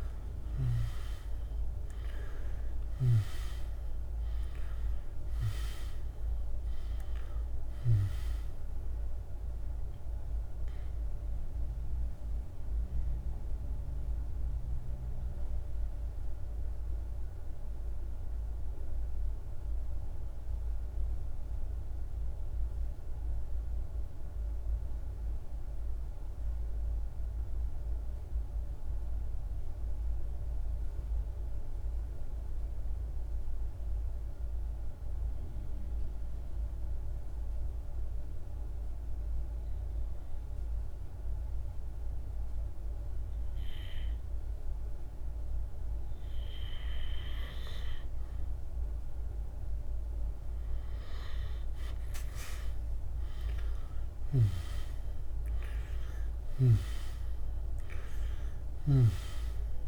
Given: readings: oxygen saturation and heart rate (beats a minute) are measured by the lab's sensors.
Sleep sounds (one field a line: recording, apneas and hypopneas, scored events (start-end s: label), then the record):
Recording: breathing in sleep by a room microphone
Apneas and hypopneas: 1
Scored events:
0.00-2.00 s: snoring (device-marked)
0.00-25.00 s: oxygen desaturation (device-marked, oxygen 87% lowest, heart rate 48 extreme)
13.50-45.00 s: mixed apnea (oxygen 97% before, 86% lowest, heart rate 60 before, 49 extreme, up 0 after)
38.00-59.87 s: oxygen desaturation (device-marked, oxygen 100% before, 86% lowest, heart rate 51 before, 47 extreme)
52.50-56.50 s: arousal
From the record:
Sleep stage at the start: N2 (light sleep)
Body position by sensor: on the back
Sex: male